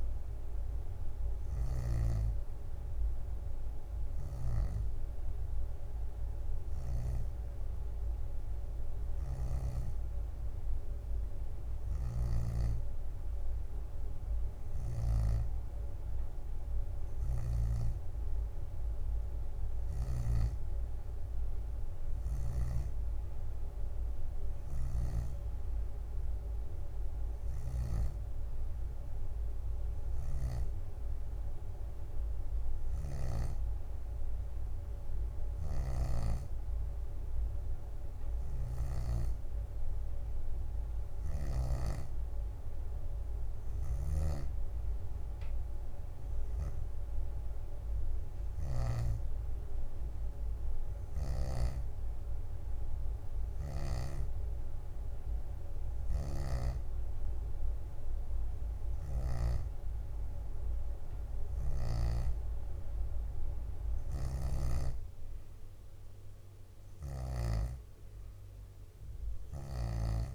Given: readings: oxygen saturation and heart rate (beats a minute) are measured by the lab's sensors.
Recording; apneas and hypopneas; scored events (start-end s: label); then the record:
breathing in sleep by a room microphone; 1
0.00-2.00 s: snoring (device-marked)
1.50-12.50 s: hypopnea (oxygen 91% before, 88% lowest, heart rate 65 before, 60 extreme, up 6 after)
11.00-19.00 s: drop in pulse transit time (device-marked, heart rate 64 before, 60 extreme)
14.50-17.00 s: arousal
20.00-33.50 s: snoring (device-marked)
35.50-54.00 s: snoring (device-marked)
56.00-59.50 s: snoring (device-marked)
64.00-67.50 s: snoring (device-marked)
69.00-70.00 s: leg movement (device-marked)
From the record:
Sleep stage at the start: N2 (light sleep); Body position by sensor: on the back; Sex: female